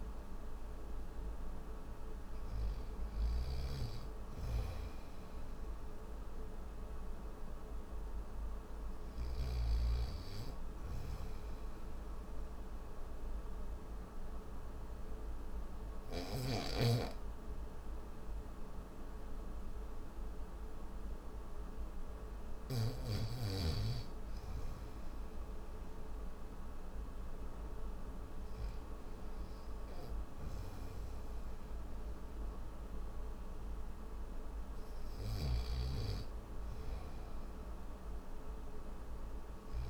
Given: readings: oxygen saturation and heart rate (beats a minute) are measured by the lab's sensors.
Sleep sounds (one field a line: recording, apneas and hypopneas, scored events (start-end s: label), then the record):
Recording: breathing in sleep, hard to hear, by a room microphone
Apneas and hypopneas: none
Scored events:
2.50-9.00 s: snoring (device-marked)
33.00-39.90 s: new sleep stage, N1 (lightest sleep)
34.50-39.50 s: snoring (device-marked)
From the record:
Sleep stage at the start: N3 (deep sleep)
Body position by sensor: on the back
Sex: male